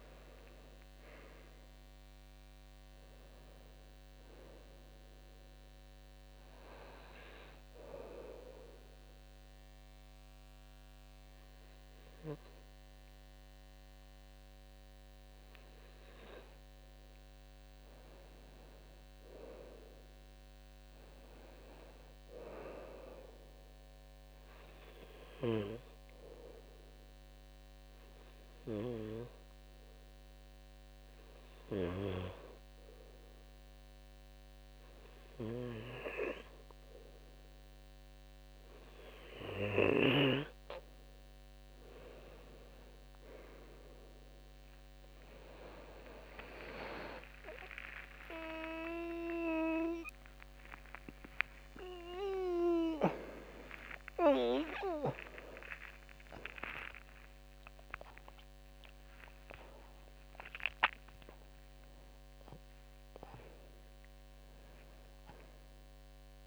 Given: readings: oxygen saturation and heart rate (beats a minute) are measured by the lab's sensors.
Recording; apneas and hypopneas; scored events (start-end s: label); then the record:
a person partly awake in a sleep study, by a microphone on the trachea; 1
25.00-38.00 s: hypopnea (oxygen 96% before, 93% lowest, heart rate 73 before, 67 extreme, up 19 after)
42.50-66.47 s: new sleep stage, awake
From the record:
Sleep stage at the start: N2 (light sleep); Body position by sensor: on the left side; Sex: male